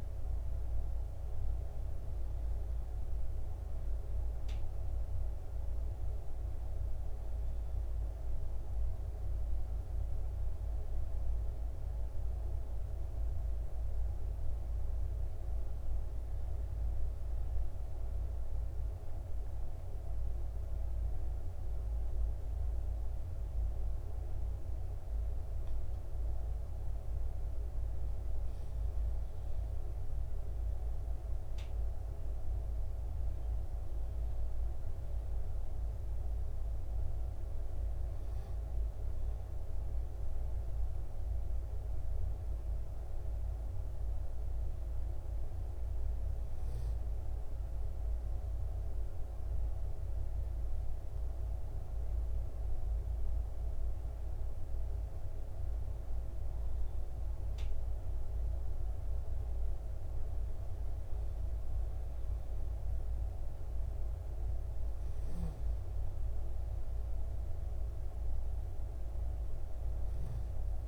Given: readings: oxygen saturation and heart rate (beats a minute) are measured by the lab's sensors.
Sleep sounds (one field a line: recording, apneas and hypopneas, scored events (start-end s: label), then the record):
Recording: breathing in sleep, hard to hear, by a room microphone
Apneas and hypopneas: 2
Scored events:
17.00-28.00 s: central apnea (oxygen 96% before, 93% lowest, heart rate 62 before, 62 extreme)
31.00-34.50 s: arousal
37.50-57.50 s: oxygen desaturation (device-marked, oxygen 96% before, 93% lowest, heart rate 63 before, 61 extreme)
48.00-59.50 s: hypopnea (oxygen 96% before, 93% lowest, heart rate 62 before, 61 extreme, up 1 after)
61.00-65.00 s: arousal
From the record:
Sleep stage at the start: N2 (light sleep)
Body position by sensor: on the back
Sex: male